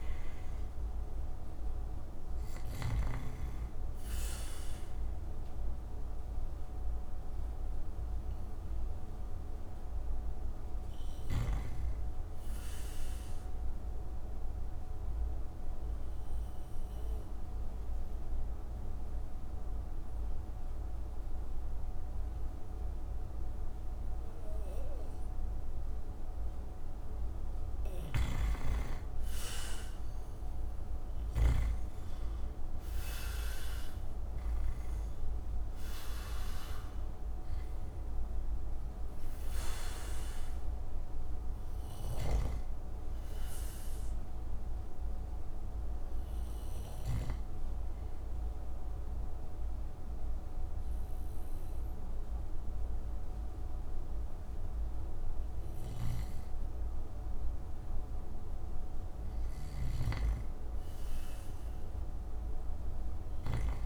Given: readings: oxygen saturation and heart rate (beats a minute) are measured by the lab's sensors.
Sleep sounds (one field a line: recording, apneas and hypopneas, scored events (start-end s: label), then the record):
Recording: breathing in sleep by a room microphone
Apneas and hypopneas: 2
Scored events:
9.50-26.50 s: oxygen desaturation (device-marked, oxygen 96% before, 91% lowest)
13.00-26.50 s: obstructive apnea (oxygen 96% before, 88% lowest)
30.00-34.50 s: arousal
33.50-59.50 s: oxygen desaturation (device-marked, oxygen 94% before, 88% lowest)
43.00-58.00 s: obstructive apnea (oxygen 94% before, 88% lowest)
59.00-63.86 s: snoring (device-marked)
60.00-63.00 s: arousal
From the record:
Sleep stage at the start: N2 (light sleep)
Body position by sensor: on the back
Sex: male